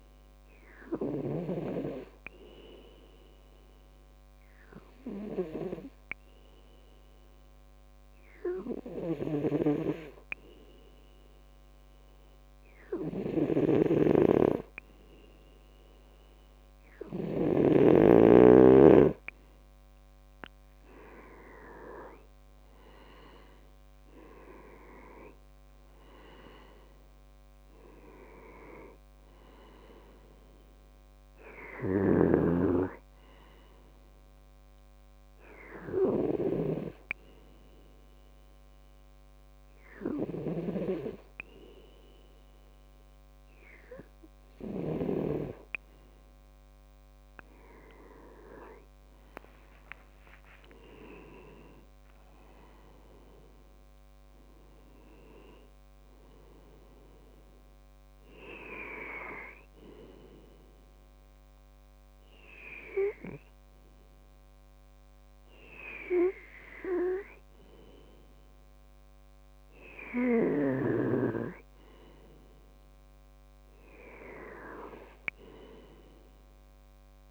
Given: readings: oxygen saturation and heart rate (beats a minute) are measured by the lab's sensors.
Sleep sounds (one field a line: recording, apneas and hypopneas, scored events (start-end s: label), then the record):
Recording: breathing in sleep by a microphone on the trachea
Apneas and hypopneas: 2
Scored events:
0.00-16.00 s: oxygen desaturation (device-marked, oxygen 94% lowest, heart rate 64 extreme)
0.50-13.00 s: hypopnea (oxygen 97% before, 94% lowest, heart rate 69 before, 65 extreme, up 2 after)
20.00-24.50 s: arousal
36.00-46.00 s: hypopnea (oxygen 97% before, 94% lowest, heart rate 70 before, 62 extreme, up 8 after)
49.50-54.50 s: arousal
From the record:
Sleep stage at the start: N2 (light sleep)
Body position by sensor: on the left side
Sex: male